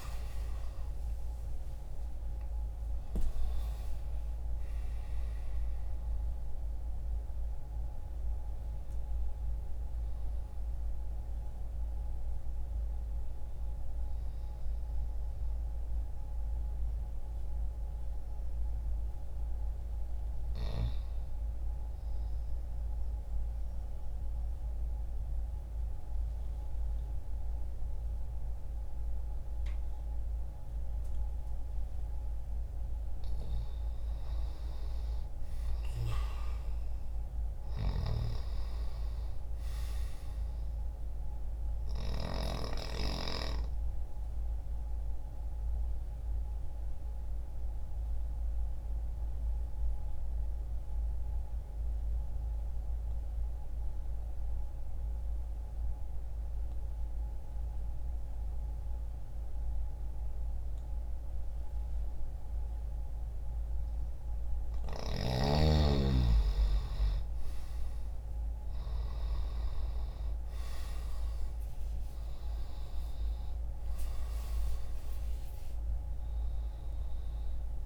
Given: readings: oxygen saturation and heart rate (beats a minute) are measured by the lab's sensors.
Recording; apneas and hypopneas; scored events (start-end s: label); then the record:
breathing in sleep by a room microphone; 2
0.00-3.50 s: oxygen desaturation (device-marked, oxygen 91% lowest, heart rate 59 extreme)
22.00-33.00 s: obstructive apnea (oxygen 93% before, 89% lowest, heart rate 71 before, 60 extreme, up 0 after)
23.50-31.50 s: oxygen desaturation (device-marked, oxygen 93% before, 90% lowest, heart rate 67 before, 60 extreme)
34.50-38.00 s: arousal
41.50-62.50 s: obstructive apnea (oxygen 99% before, 88% lowest, heart rate 60 before, 60 extreme, up 0 after)
43.50-63.50 s: oxygen desaturation (device-marked, oxygen 98% before, 89% lowest, heart rate 60 before, 60 extreme)
64.50-68.50 s: arousal
70.50-77.86 s: oxygen desaturation (device-marked, oxygen 96% before, 92% lowest, heart rate 60 before, 60 extreme)
From the record:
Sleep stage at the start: N2 (light sleep); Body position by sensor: on the left side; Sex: male